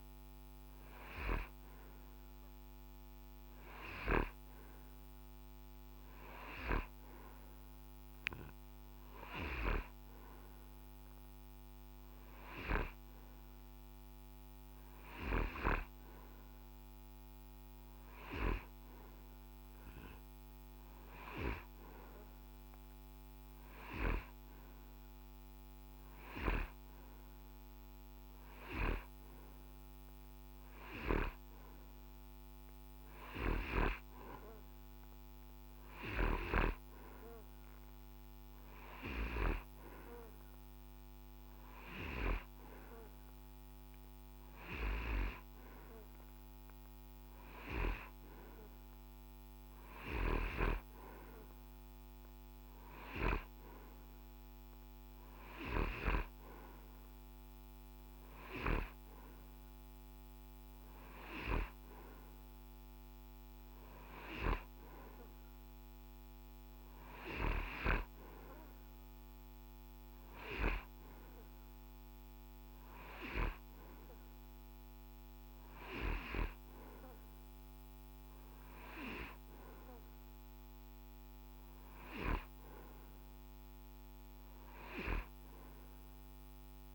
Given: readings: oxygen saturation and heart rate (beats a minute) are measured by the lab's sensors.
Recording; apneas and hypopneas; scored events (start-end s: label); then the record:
breathing in sleep by a microphone on the trachea; none
none scored
From the record:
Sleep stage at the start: N2 (light sleep); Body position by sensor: on the right side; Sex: male